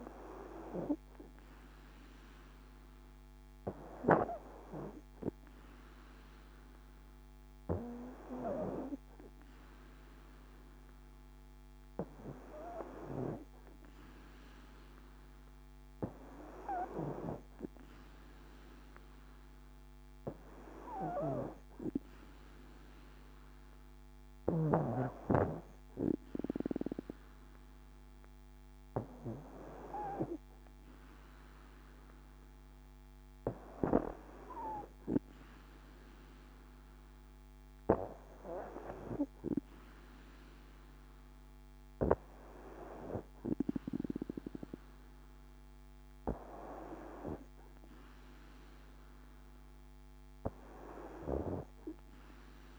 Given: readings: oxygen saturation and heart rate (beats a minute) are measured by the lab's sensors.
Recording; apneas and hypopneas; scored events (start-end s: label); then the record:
breathing in sleep by a microphone on the trachea; none
none scored
From the record:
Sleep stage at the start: N2 (light sleep); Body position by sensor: on the back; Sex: female